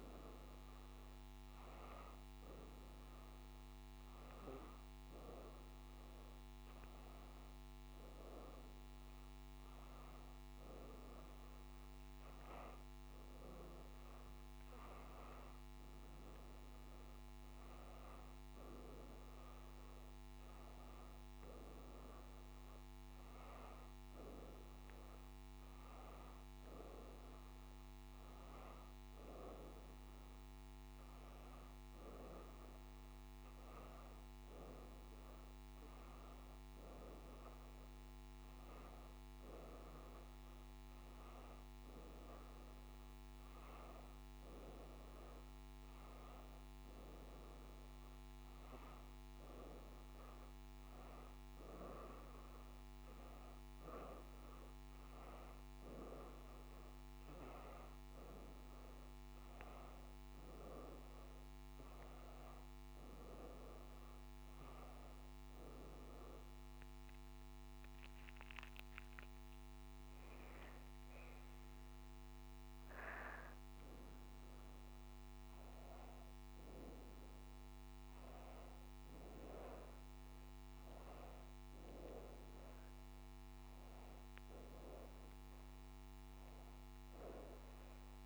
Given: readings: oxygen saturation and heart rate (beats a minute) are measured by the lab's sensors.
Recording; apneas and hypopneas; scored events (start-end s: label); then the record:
a person awake in a sleep study, by a microphone on the trachea; none
0.00-6.50 s: oxygen desaturation (device-marked, oxygen 92% lowest, heart rate 81 extreme)
From the record:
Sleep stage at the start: awake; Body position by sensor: on the back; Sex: female